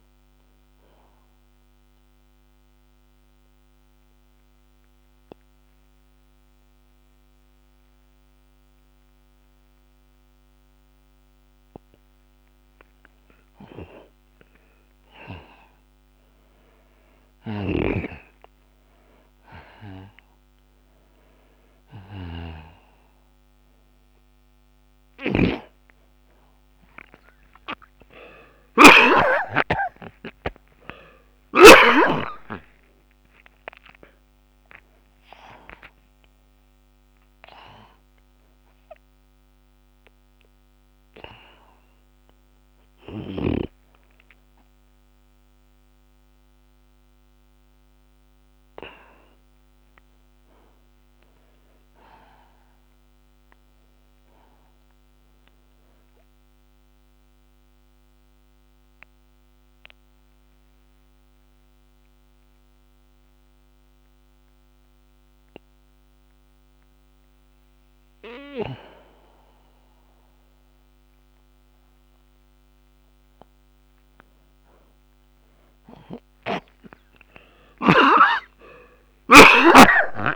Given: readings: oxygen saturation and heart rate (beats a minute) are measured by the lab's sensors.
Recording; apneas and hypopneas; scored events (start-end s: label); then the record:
breathing in sleep by a microphone on the trachea; 2
2.00-13.50 s: central apnea (oxygen 98% before, 82% lowest)
6.00-10.00 s: oxygen desaturation (device-marked, oxygen 98% before, 95% lowest)
15.00-18.50 s: arousal
18.00-29.50 s: snoring (device-marked)
21.00-37.00 s: oxygen desaturation (device-marked, oxygen 95% before, 82% lowest)
37.00-80.36 s: new sleep stage, N2 (light sleep)
42.50-46.50 s: arousal
57.50-72.50 s: mixed apnea (oxygen 98% before, 79% lowest)
59.00-73.00 s: oxygen desaturation (device-marked, oxygen 98% before, 92% lowest)
78.00-80.36 s: arousal
79.00-80.36 s: oxygen desaturation (device-marked, oxygen 94% before, 91% lowest)
From the record:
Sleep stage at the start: N1 (lightest sleep); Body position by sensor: on the back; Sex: male